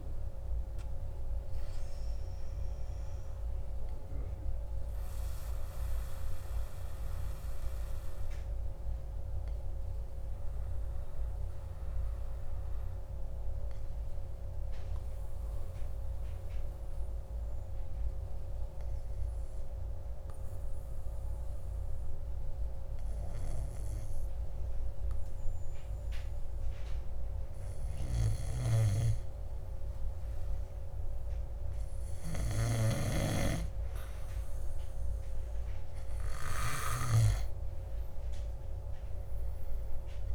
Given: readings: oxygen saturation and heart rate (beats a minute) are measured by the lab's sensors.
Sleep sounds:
breathing in sleep by a room microphone; 1
0.00-4.50 s: oxygen desaturation (device-marked, oxygen 95% lowest, heart rate 54 extreme)
6.00-30.00 s: obstructive apnea (oxygen 99% before, 95% lowest, heart rate 60 before, 55 extreme, up 4 after)
31.00-34.00 s: arousal
From the record:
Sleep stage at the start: N2 (light sleep); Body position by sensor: on the back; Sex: male

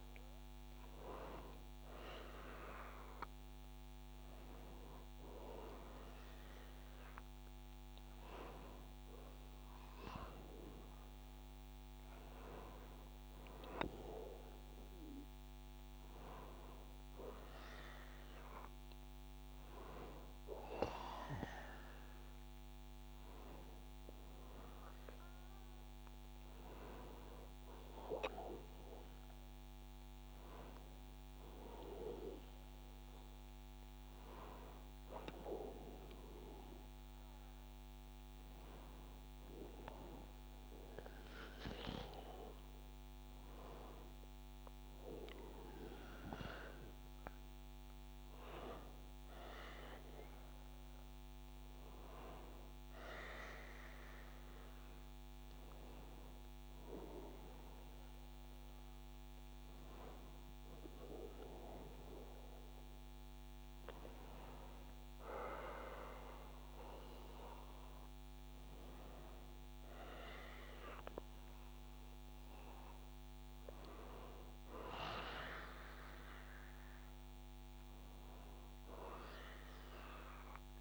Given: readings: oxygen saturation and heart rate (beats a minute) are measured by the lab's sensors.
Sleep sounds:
breathing in sleep by a microphone on the trachea; none
none scored
From the record:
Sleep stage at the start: N1 (lightest sleep); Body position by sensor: on the back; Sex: male

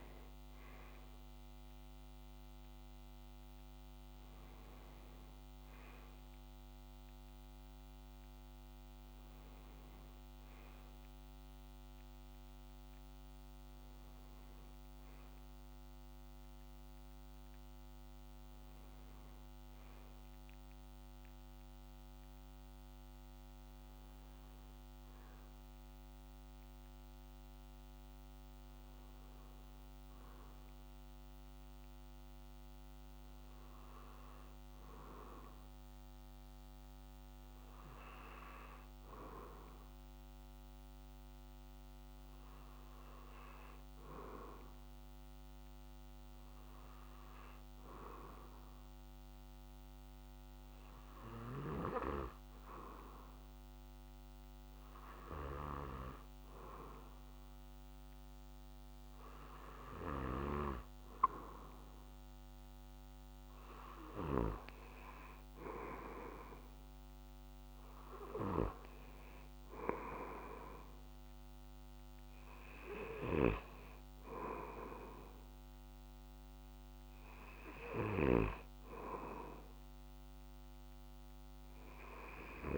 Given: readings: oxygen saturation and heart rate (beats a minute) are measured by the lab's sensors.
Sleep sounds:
breathing in sleep by a microphone on the trachea; 1
13.00-56.50 s: hypopnea (oxygen 95% before, 92% lowest, heart rate 65 before, 64 extreme, up 1 after)
58.00-61.00 s: arousal
From the record:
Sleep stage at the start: N2 (light sleep); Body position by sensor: on the back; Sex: male

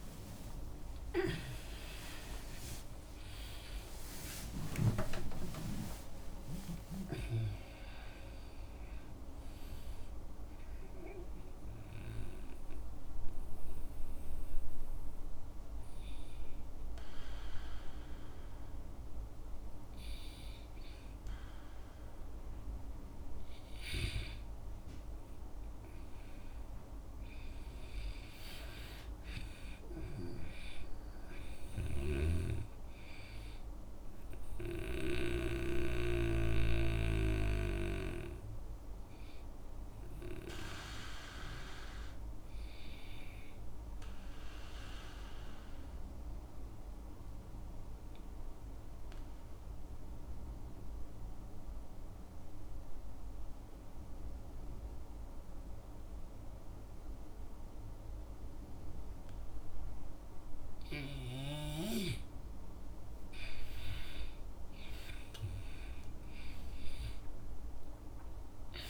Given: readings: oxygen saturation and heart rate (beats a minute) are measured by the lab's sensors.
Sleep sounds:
breathing in sleep by a room microphone; 1
0.00-3.00 s: oxygen desaturation (device-marked, oxygen 93% lowest, heart rate 62 extreme)
27.00-31.50 s: arousal
32.00-35.50 s: snoring (device-marked)
45.00-62.00 s: mixed apnea (oxygen 98% before, 89% lowest, heart rate 65 before, 59 extreme, up 11 after)
64.00-68.00 s: arousal
64.00-68.90 s: oxygen desaturation (device-marked, oxygen 98% before, 92% lowest, heart rate 60 before, 60 extreme)
From the record:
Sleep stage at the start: N2 (light sleep); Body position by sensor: on the back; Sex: male

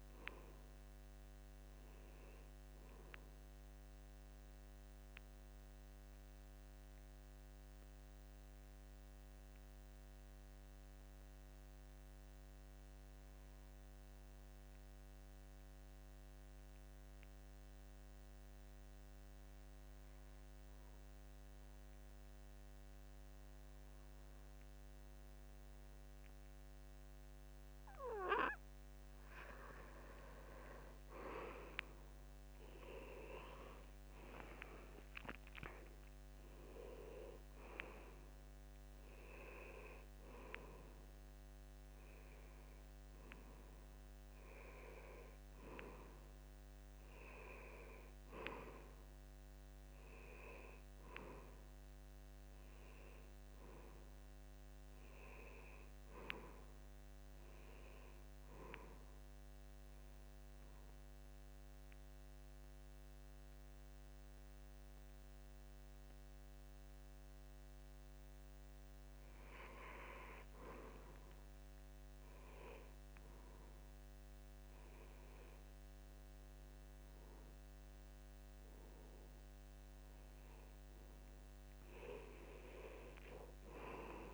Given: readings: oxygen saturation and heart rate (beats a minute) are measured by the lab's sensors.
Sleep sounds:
breathing in sleep by a microphone on the trachea; 2
0.00-1.50 s: oxygen desaturation (device-marked, oxygen 85% lowest, heart rate 70 extreme)
6.00-29.00 s: obstructive apnea (oxygen 95% before, 85% lowest, heart rate 76 before, 70 extreme, up 6 after)
24.50-50.50 s: oxygen desaturation (device-marked, oxygen 94% before, 85% lowest, heart rate 72 before, 70 extreme)
31.50-35.00 s: arousal
60.00-70.00 s: central apnea (oxygen 94% before, 89% lowest, heart rate 74 before, 70 extreme, up 18 after)
71.00-73.00 s: long interval between heartbeats (device-marked, heart rate 73 before, 80 extreme)
72.50-76.00 s: arousal
75.50-84.34 s: oxygen desaturation (device-marked, oxygen 94% before, 91% lowest, heart rate 75 before, 73 extreme)
From the record:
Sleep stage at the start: N2 (light sleep); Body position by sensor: on the back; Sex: male

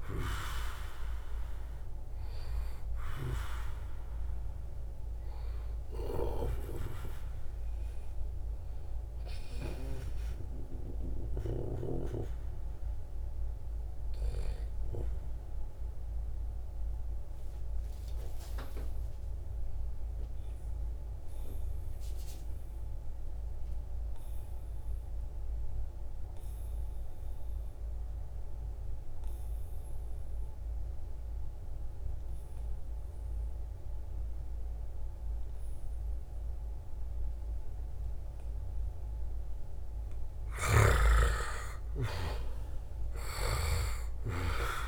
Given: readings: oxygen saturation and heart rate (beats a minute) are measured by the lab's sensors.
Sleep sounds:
breathing in sleep by a room microphone; 1
0.00-17.50 s: oxygen desaturation (device-marked, oxygen 89% lowest, heart rate 71 extreme)
6.50-10.50 s: arousal
7.00-9.00 s: long interval between heartbeats (device-marked, heart rate 77 before, 94 extreme)
16.50-39.50 s: obstructive apnea (oxygen 96% before, 89% lowest, heart rate 86 before, 71 extreme, up 5 after)
35.50-44.88 s: oxygen desaturation (device-marked, oxygen 97% before, 89% lowest, heart rate 78 before, 71 extreme)
40.50-44.00 s: arousal
From the record:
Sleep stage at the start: N2 (light sleep); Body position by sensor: on the back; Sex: male

